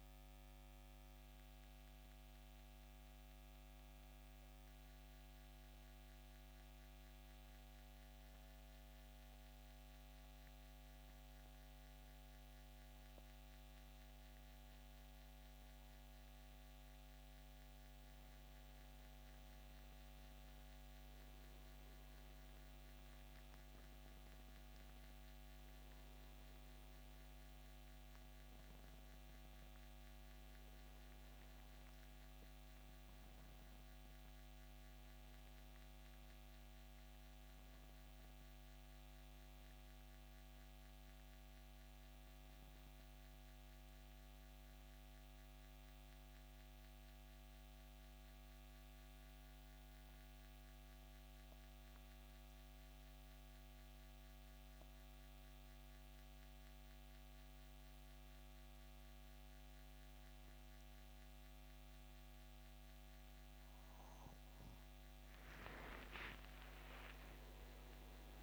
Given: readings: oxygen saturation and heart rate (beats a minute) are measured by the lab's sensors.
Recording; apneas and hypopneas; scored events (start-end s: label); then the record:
breathing in sleep, hard to hear, by a microphone on the trachea; 2
3.00-17.00 s: central apnea (oxygen 94% before, 86% lowest, heart rate 72 before, 66 extreme, up 13 after)
18.00-47.00 s: oxygen desaturation (device-marked, oxygen 94% before, 86% lowest, heart rate 69 before, 65 extreme)
18.50-23.00 s: arousal
44.50-61.50 s: central apnea (oxygen 93% before, 86% lowest, heart rate 75 before, 65 extreme, up 10 after)
65.00-68.43 s: arousal
67.00-68.43 s: oxygen desaturation (device-marked, oxygen 95% before, 86% lowest, heart rate 66 before, 64 extreme)
From the record:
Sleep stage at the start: N2 (light sleep); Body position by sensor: on the back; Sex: male